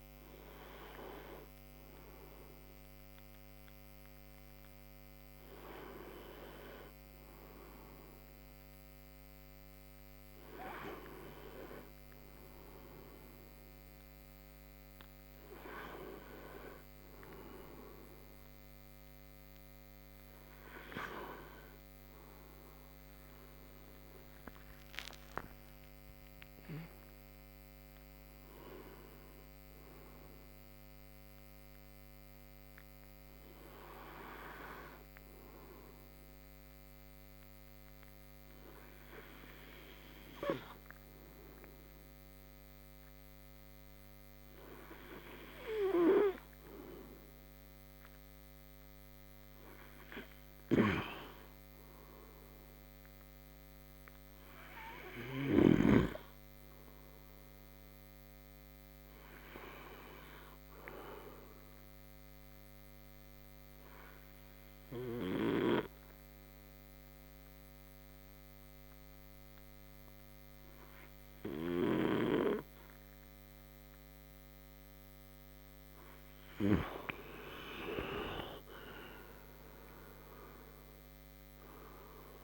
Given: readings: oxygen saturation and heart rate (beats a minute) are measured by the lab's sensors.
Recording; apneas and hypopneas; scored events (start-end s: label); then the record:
breathing in sleep by a microphone on the trachea; 2
1.00-12.00 s: oxygen desaturation (device-marked, oxygen 95% before, 91% lowest, heart rate 50 before, 54 extreme)
24.50-28.00 s: arousal
37.00-48.00 s: obstructive apnea (oxygen 96% before, 92% lowest)
50.00-53.00 s: arousal
62.00-75.00 s: obstructive apnea (oxygen 97% before, 91% lowest)
79.00-82.44 s: arousal
From the record:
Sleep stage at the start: N2 (light sleep); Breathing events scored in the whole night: 485 in 5.8 hours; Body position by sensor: on the right side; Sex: male